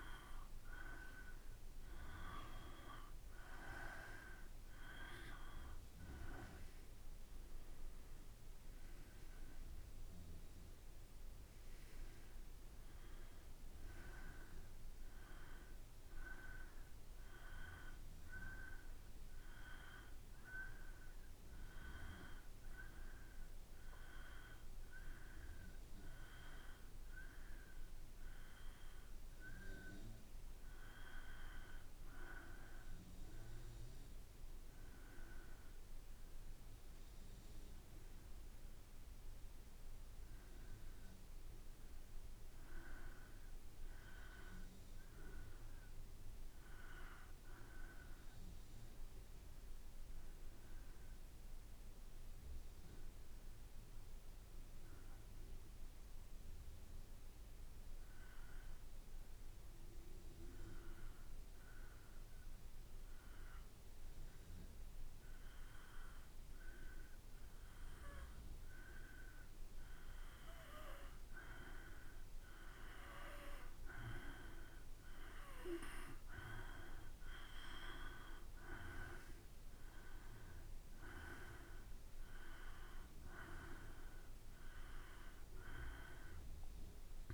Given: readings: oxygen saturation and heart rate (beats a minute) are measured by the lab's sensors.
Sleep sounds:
breathing in sleep by a room microphone; 2
0.00-1.00 s: long interval between heartbeats (device-marked, heart rate 27 extreme)
6.50-22.50 s: oxygen desaturation (device-marked, oxygen 97% before, 92% lowest, heart rate 64 before, 54 extreme)
12.50-16.50 s: arousal
19.50-31.50 s: hypopnea (oxygen 97% before, 90% lowest, heart rate 59 before, 54 extreme, up 2 after)
32.50-37.00 s: arousal
55.50-70.50 s: hypopnea (oxygen 96% before, 90% lowest, heart rate 55 before, 55 extreme, up 3 after)
71.50-87.34 s: oxygen desaturation (device-marked, oxygen 95% before, 90% lowest, heart rate 55 before, 53 extreme)
72.50-77.50 s: arousal
73.50-87.34 s: drop in pulse transit time (device-marked, heart rate 55 before, 56 extreme)
From the record:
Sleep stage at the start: N2 (light sleep); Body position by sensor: on the back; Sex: male

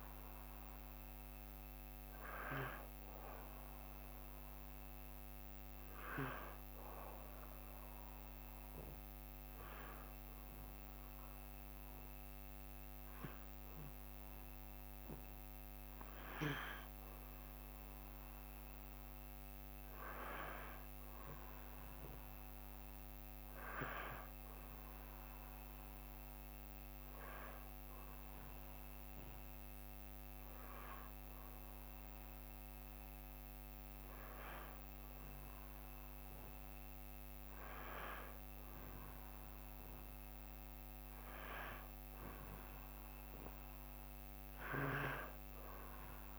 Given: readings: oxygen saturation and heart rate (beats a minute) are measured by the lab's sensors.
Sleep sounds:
breathing in sleep by a microphone on the trachea; none
none scored
From the record:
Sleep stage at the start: N1 (lightest sleep); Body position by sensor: on the back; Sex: male

